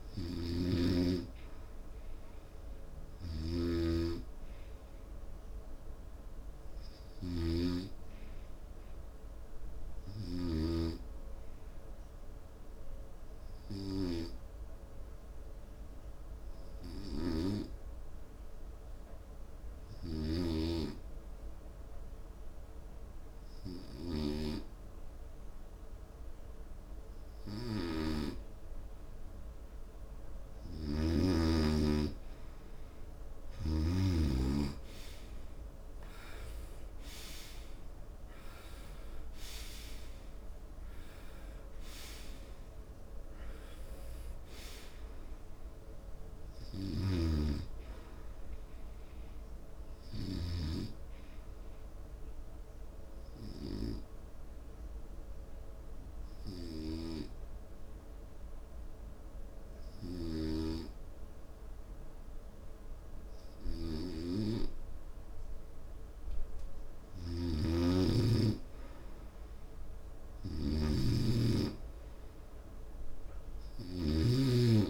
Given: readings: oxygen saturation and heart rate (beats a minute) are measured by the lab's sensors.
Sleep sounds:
breathing in sleep by a room microphone; 2
0.00-28.50 s: oxygen desaturation (device-marked, oxygen 89% lowest, heart rate 64 extreme)
10.50-32.00 s: hypopnea (oxygen 97% before, 88% lowest, heart rate 77 before, 64 extreme, up 16 after)
31.00-34.50 s: snoring (device-marked)
36.00-40.50 s: arousal
53.00-66.50 s: obstructive apnea (oxygen 95% before, 88% lowest, heart rate 77 before, 68 extreme, up 5 after)
55.50-74.50 s: oxygen desaturation (device-marked, oxygen 93% before, 88% lowest, heart rate 79 before, 66 extreme)
68.00-72.00 s: arousal
68.00-74.50 s: snoring (device-marked)
From the record:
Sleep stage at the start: N2 (light sleep); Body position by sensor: on the right side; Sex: male

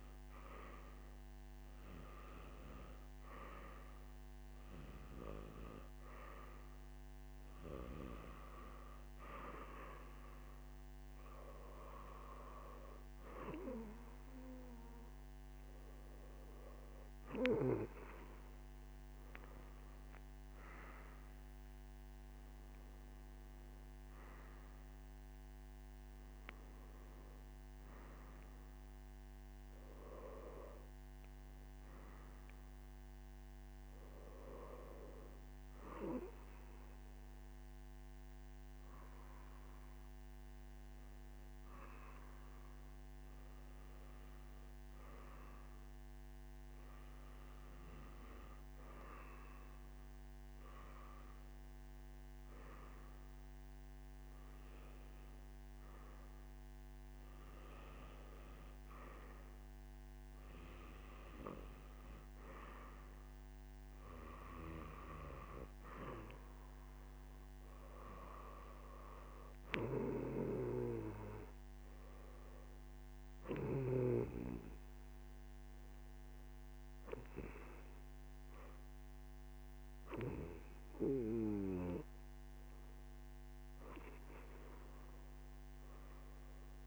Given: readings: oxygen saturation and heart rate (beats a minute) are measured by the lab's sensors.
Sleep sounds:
breathing in sleep by a microphone on the trachea; 2
1.50-16.50 s: hypopnea (oxygen 96% before, 94% lowest, heart rate 60 before, 59 extreme, up 7 after)
38.50-56.00 s: hypopnea (oxygen 96% before, 95% lowest, heart rate 64 before, 60 extreme, up 0 after)
From the record:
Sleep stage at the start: N3 (deep sleep); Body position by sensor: on the right side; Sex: male

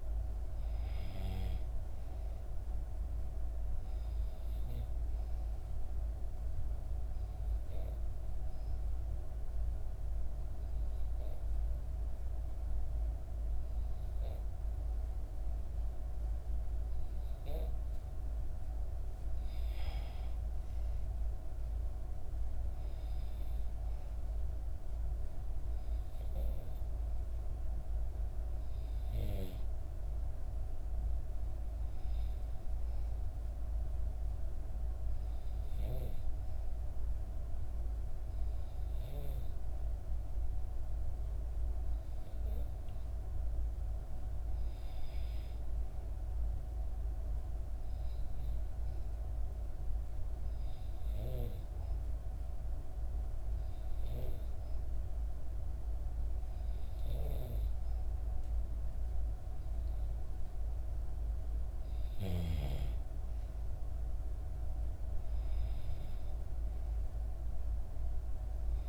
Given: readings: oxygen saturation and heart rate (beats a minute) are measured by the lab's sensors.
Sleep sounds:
breathing in sleep, hard to hear, by a room microphone; 2
0.00-17.00 s: oxygen desaturation (device-marked, oxygen 91% lowest, heart rate 58 extreme)
6.50-17.50 s: obstructive apnea (oxygen 97% before, 91% lowest, heart rate 61 before, 58 extreme, up 4 after)
19.50-23.00 s: arousal
47.00-59.50 s: hypopnea (oxygen 96% before, 92% lowest, heart rate 60 before, 59 extreme, up 2 after)
62.00-66.00 s: arousal
From the record:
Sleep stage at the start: N2 (light sleep); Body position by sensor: on the back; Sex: female

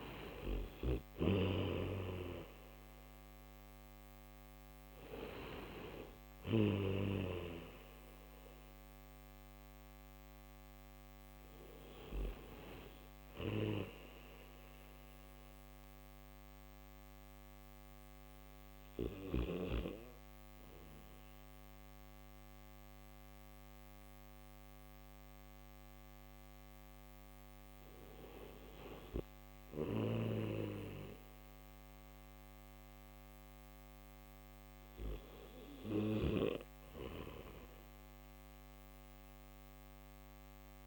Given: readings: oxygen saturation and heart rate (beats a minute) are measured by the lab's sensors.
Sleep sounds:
breathing in sleep by a microphone on the trachea; none
7.50-40.87 s: new sleep stage, N1 (lightest sleep)
From the record:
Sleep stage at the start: N3 (deep sleep); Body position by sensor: on the back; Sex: male

